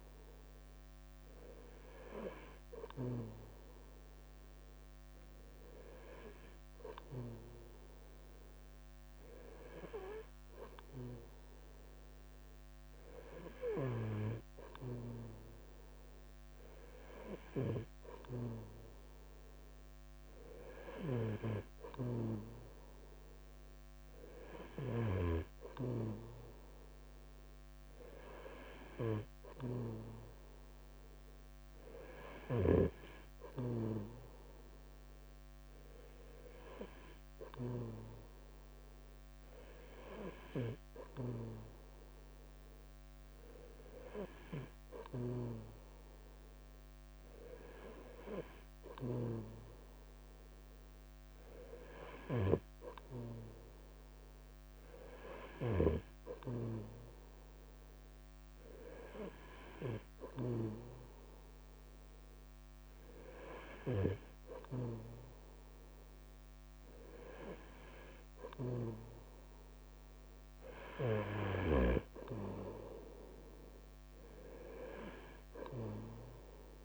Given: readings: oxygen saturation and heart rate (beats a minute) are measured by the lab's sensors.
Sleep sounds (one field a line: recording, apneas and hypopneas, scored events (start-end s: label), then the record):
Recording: breathing in sleep by a microphone on the trachea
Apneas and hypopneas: none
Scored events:
0.00-73.00 s: bradycardia (device-marked, heart rate 45 extreme)
75.00-76.84 s: bradycardia (device-marked, heart rate 53 before, 45 extreme)
From the record:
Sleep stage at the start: N3 (deep sleep)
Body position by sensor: on the right side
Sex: male